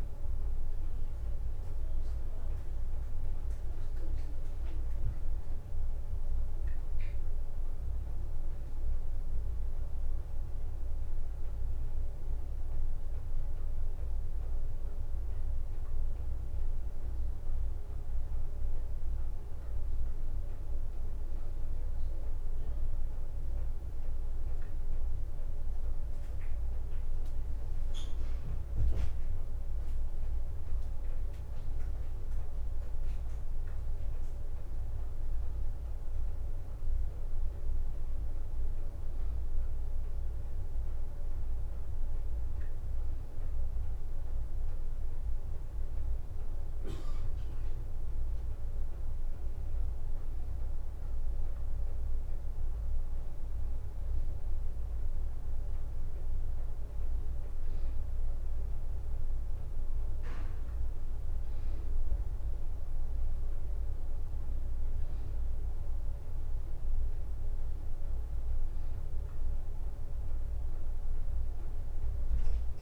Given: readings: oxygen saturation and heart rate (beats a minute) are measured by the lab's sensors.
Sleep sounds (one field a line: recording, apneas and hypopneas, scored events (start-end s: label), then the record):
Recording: a person awake in a sleep study, hard to hear, by a room microphone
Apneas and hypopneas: none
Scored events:
none scored
From the record:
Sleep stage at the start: awake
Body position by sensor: on the back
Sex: female